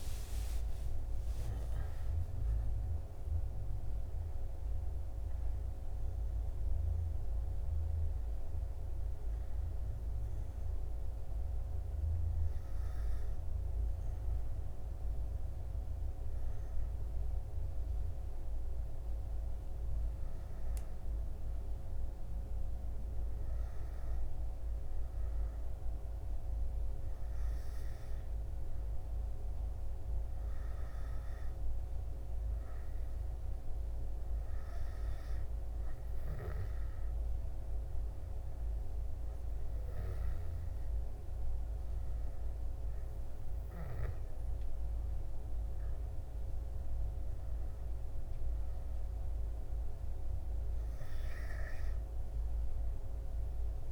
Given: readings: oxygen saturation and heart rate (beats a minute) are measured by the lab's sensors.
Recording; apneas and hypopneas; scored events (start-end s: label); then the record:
a person awake in a sleep study, hard to hear, by a room microphone; none
none scored
From the record:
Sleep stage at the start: awake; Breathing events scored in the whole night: 108 in 7.0 hours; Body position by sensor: on the back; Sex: male